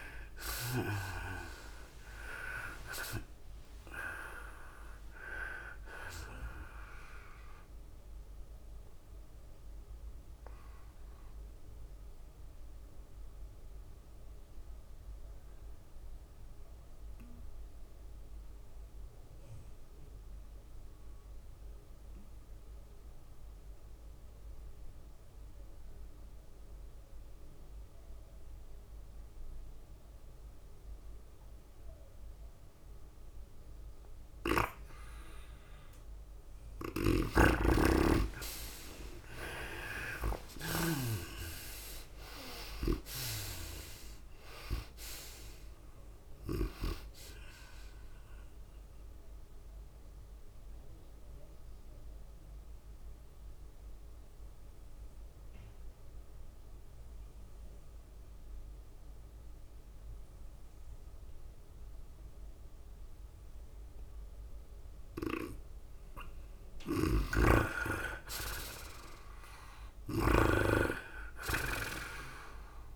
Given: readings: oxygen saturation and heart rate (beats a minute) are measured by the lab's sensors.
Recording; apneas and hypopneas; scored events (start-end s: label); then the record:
breathing in sleep by a room microphone; 2
0.00-13.50 s: drop in pulse transit time (device-marked, heart rate 98 extreme)
0.00-13.50 s: tachycardia (device-marked, heart rate 104 extreme)
0.00-18.50 s: oxygen desaturation (device-marked, oxygen 81% lowest, heart rate 91 extreme)
8.50-37.00 s: obstructive apnea (oxygen 99% before, 78% lowest, heart rate 98 before, 91 extreme, up 11 after)
16.50-18.50 s: long interval between heartbeats (device-marked, heart rate 101 before, 100 extreme)
22.00-24.00 s: long interval between heartbeats (device-marked, heart rate 102 before, 94 extreme)
27.50-62.50 s: oxygen desaturation (device-marked, oxygen 99% before, 78% lowest, heart rate 100 before, 91 extreme)
37.50-42.00 s: snoring (device-marked)
38.50-42.50 s: arousal
41.50-52.50 s: tachycardia (device-marked, heart rate 98 before, 105 extreme)
43.50-56.50 s: drop in pulse transit time (device-marked, heart rate 94 before, 100 extreme)
49.50-68.00 s: obstructive apnea (oxygen 99% before, 78% lowest, heart rate 96 before, 96 extreme, up 6 after)
67.50-71.50 s: snoring (device-marked)
69.50-72.96 s: arousal
71.50-72.96 s: oxygen desaturation (device-marked, oxygen 99% before, 83% lowest, heart rate 99 before, 97 extreme)
71.50-72.96 s: tachycardia (device-marked, heart rate 99 before, 103 extreme)
From the record:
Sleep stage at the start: N2 (light sleep); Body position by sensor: on the right side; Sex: female